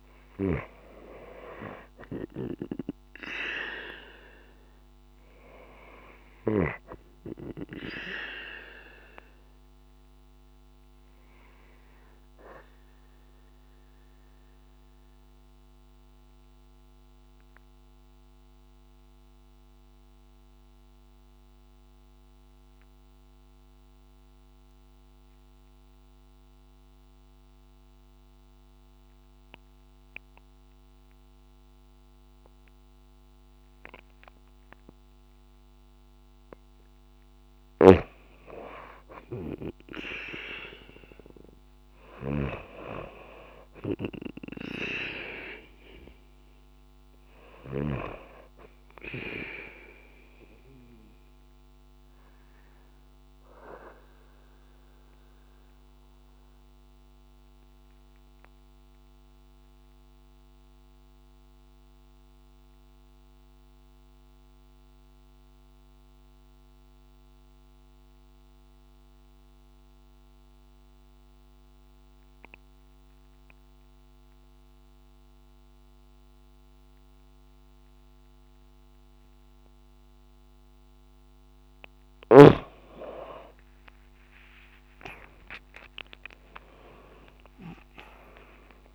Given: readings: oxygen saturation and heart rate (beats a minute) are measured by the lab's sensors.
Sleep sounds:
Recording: breathing in sleep by a microphone on the trachea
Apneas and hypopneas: 2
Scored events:
0.00-2.00 s: arousal
2.50-27.50 s: oxygen desaturation (device-marked, oxygen 97% before, 92% lowest)
15.50-34.50 s: mixed apnea (oxygen 97% before, 92% lowest)
38.00-42.50 s: arousal
43.50-70.50 s: oxygen desaturation (device-marked, oxygen 96% before, 92% lowest)
54.50-81.50 s: mixed apnea (oxygen 96% before, 91% lowest)
83.50-88.95 s: arousal
85.50-88.95 s: oxygen desaturation (device-marked, oxygen 96% before, 91% lowest)
87.50-88.95 s: long interval between heartbeats (device-marked)
From the record:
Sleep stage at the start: N2 (light sleep)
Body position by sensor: on the back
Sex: female

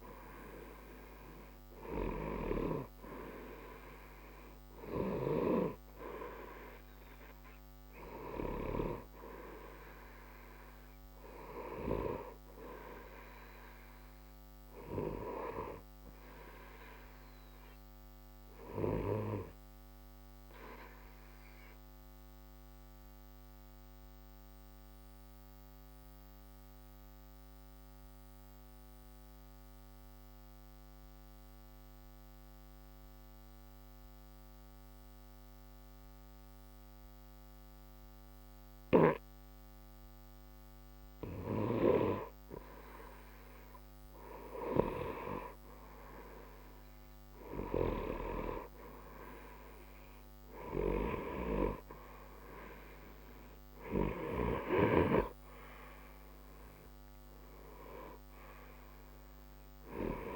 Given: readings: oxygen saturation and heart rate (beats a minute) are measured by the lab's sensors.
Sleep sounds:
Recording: breathing in sleep by a microphone on the trachea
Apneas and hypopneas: 1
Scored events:
0.00-18.50 s: oxygen desaturation (device-marked, oxygen 89% lowest, heart rate 60 extreme)
18.50-40.00 s: obstructive apnea (oxygen 94% before, 90% lowest, heart rate 60 before, 60 extreme, up 0 after)
42.50-46.50 s: arousal
42.50-60.36 s: oxygen desaturation (device-marked, oxygen 95% before, 90% lowest, heart rate 60 before, 60 extreme)
From the record:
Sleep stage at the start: N2 (light sleep)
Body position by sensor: on the right side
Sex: male

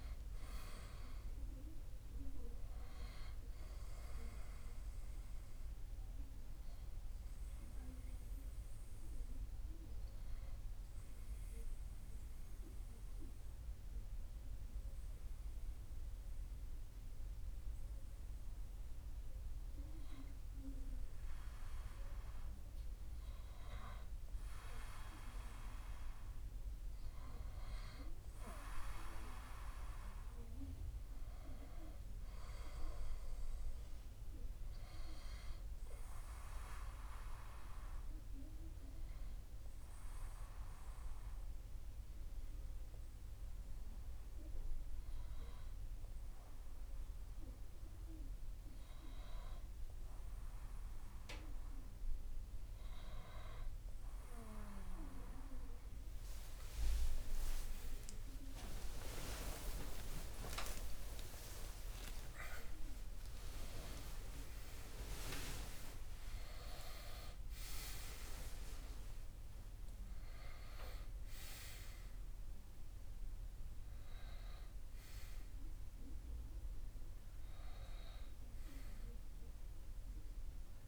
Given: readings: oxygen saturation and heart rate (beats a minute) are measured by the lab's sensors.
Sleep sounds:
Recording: breathing in sleep by a room microphone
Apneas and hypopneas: 2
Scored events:
0.00-18.00 s: oxygen desaturation (device-marked, oxygen 93% lowest, heart rate 58 extreme)
10.00-21.50 s: obstructive apnea (oxygen 96% before, 93% lowest, heart rate 62 before, 58 extreme, up 1 after)
26.00-30.00 s: arousal
36.50-49.50 s: hypopnea (oxygen 97% before, 94% lowest, heart rate 59 before, 38 extreme, up 3 after)
44.00-80.87 s: new sleep stage, N1 (lightest sleep)
56.00-63.50 s: arousal
From the record:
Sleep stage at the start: N2 (light sleep)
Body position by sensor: on the back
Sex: male

